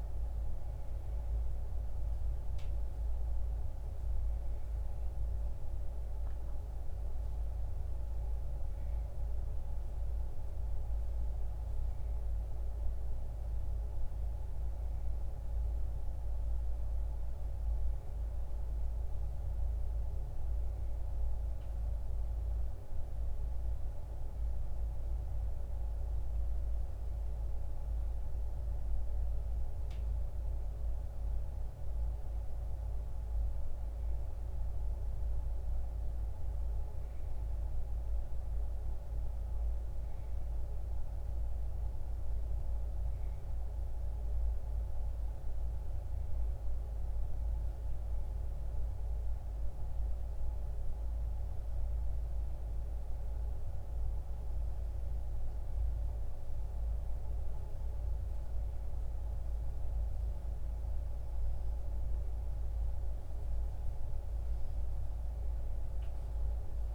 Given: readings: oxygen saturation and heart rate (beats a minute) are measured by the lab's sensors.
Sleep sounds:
breathing in sleep, hard to hear, by a room microphone; 1
20.00-66.94 s: new sleep stage, N2 (light sleep)
21.00-32.50 s: hypopnea (oxygen 95% before, 94% lowest, heart rate 73 before, 66 extreme, up 6 after)
34.00-37.50 s: arousal
From the record:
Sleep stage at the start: N1 (lightest sleep); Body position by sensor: on the back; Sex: female

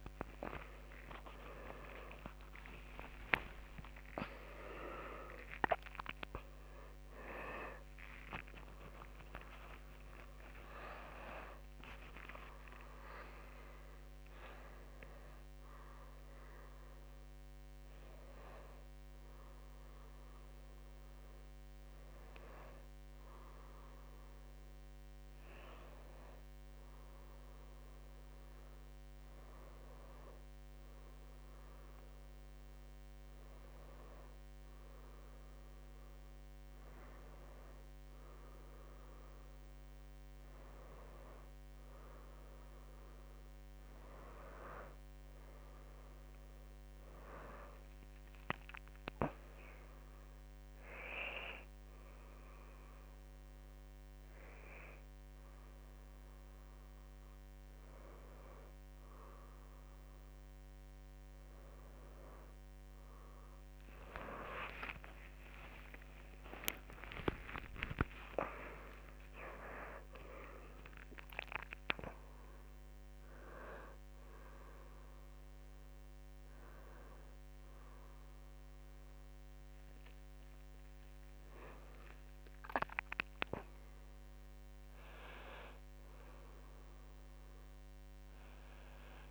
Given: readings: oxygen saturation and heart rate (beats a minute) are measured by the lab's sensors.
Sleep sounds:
a person awake in a sleep study, by a microphone on the trachea; none
0.00-5.50 s: tachycardia (device-marked, heart rate 155 extreme)
0.00-7.50 s: drop in pulse transit time (device-marked, heart rate 110 extreme)
0.00-9.50 s: oxygen desaturation (device-marked, oxygen 86% lowest)
27.50-33.50 s: tachycardia (device-marked, heart rate 37 before, 118 extreme)
63.00-69.00 s: arousal
From the record:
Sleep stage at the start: awake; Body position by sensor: on the back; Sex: male

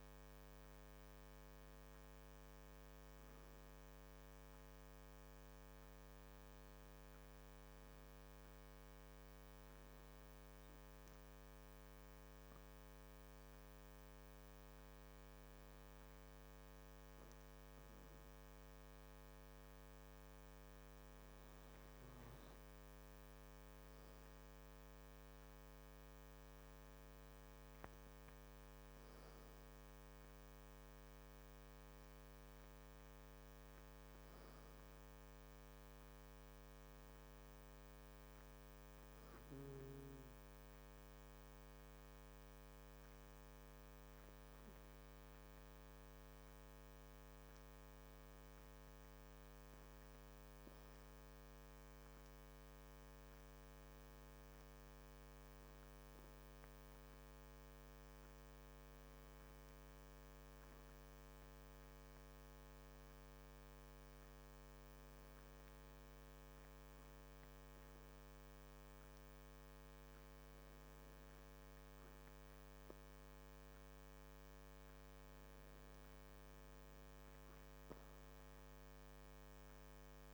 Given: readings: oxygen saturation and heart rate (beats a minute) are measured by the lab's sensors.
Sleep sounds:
breathing in sleep, hard to hear, by a microphone on the trachea; 1
8.50-22.00 s: hypopnea (oxygen 97% before, 96% lowest, heart rate 49 before, 47 extreme, up 5 after)
23.50-26.50 s: arousal
From the record:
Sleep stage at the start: N2 (light sleep); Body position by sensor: on the back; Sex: male

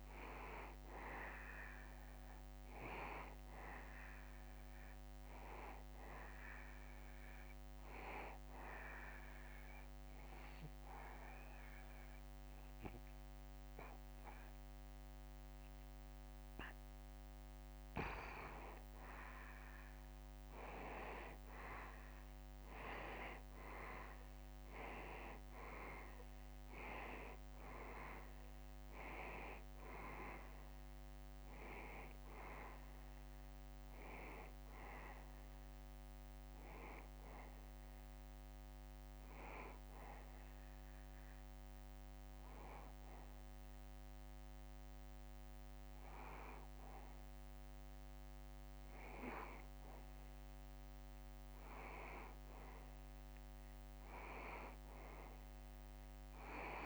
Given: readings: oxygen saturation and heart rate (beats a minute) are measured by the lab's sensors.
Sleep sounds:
breathing in sleep by a microphone on the trachea; 2
7.50-18.50 s: obstructive apnea (oxygen 95% before, 89% lowest, heart rate 73 before, 71 extreme, up 2 after)
22.50-27.00 s: arousal
28.50-47.50 s: oxygen desaturation (device-marked, oxygen 94% before, 89% lowest, heart rate 72 before, 71 extreme)
39.00-50.00 s: hypopnea (oxygen 94% before, 89% lowest, heart rate 73 before, 71 extreme, up 3 after)
53.00-56.86 s: arousal
From the record:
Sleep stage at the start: N2 (light sleep); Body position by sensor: on the back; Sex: male

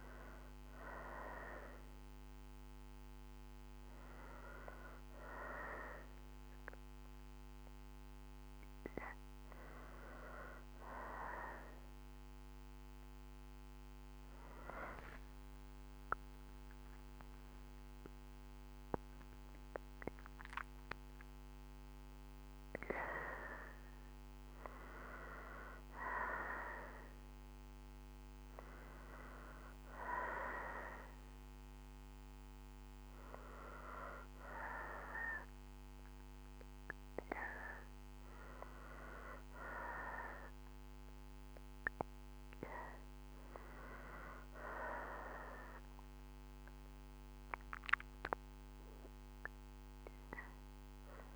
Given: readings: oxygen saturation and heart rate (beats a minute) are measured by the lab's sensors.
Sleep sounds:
a person awake in a sleep study, by a microphone on the trachea; none
33.50-39.50 s: oxygen desaturation (device-marked, oxygen 94% before, 91% lowest, heart rate 63 before, 61 extreme)
From the record:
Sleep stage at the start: awake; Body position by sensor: on the right side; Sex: female

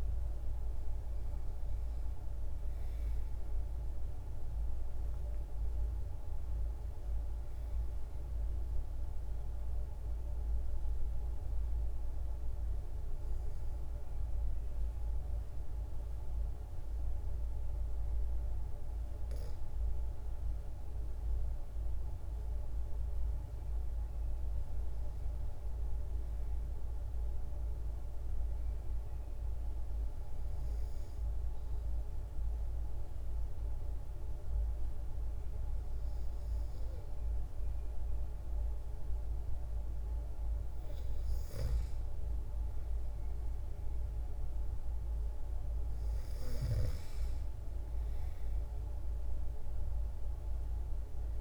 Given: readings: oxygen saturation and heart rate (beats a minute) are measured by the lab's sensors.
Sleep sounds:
breathing in sleep, hard to hear, by a room microphone; 2
0.00-2.00 s: arousal
8.00-19.00 s: obstructive apnea (oxygen 97% before, 93% lowest, heart rate 117 before, 99 extreme)
21.00-24.00 s: arousal
27.50-40.50 s: obstructive apnea (oxygen 97% before, 93% lowest)
42.50-46.50 s: arousal
From the record:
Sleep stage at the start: N2 (light sleep); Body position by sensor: on the back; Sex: female

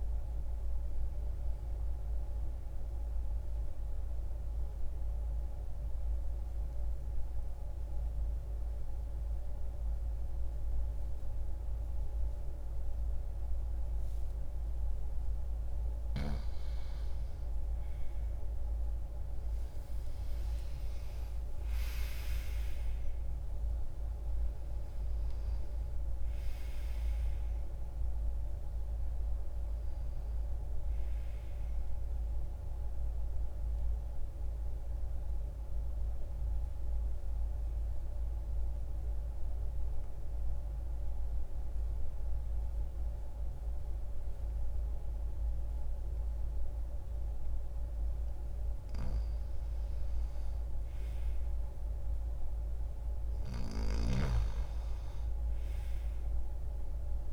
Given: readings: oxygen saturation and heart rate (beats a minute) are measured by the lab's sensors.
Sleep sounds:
breathing in sleep, hard to hear, by a room microphone; 2
3.00-15.50 s: central apnea (oxygen 100% before, 89% lowest)
15.00-57.33 s: new sleep stage, N2 (light sleep)
18.50-23.00 s: arousal
20.00-44.00 s: oxygen desaturation (device-marked, oxygen 98% before, 89% lowest)
32.50-48.00 s: mixed apnea (oxygen 98% before, 85% lowest)
50.50-54.00 s: arousal
From the record:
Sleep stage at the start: N1 (lightest sleep); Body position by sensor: on the back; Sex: male

